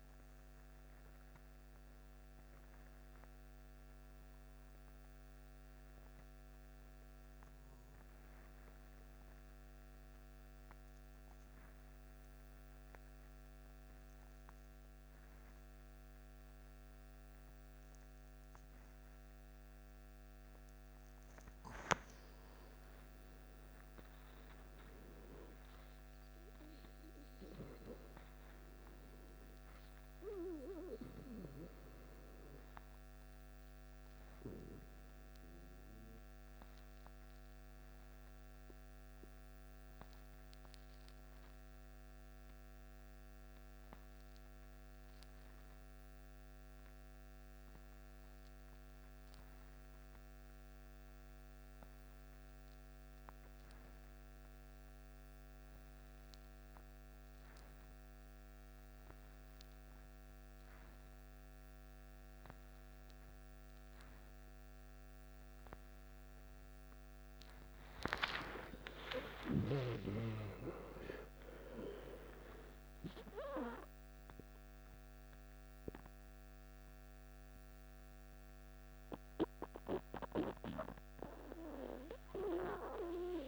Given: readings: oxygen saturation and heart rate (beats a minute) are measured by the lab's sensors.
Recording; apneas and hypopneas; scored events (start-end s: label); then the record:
breathing in sleep by a microphone on the trachea; 2
10.50-21.00 s: central apnea (oxygen 99% before, 90% lowest, heart rate 76 before, 53 extreme, up 18 after)
22.00-24.00 s: long interval between heartbeats (device-marked, heart rate 59 before, 65 extreme)
23.00-27.00 s: arousal
27.00-44.00 s: oxygen desaturation (device-marked, oxygen 99% before, 94% lowest, heart rate 59 before, 54 extreme)
37.00-68.00 s: mixed apnea (oxygen 99% before, 88% lowest, heart rate 63 before, 54 extreme, up 15 after)
58.00-83.48 s: oxygen desaturation (device-marked, oxygen 97% before, 88% lowest, heart rate 56 before, 54 extreme)
69.00-73.50 s: arousal
From the record:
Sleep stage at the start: N2 (light sleep); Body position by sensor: on the left side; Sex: male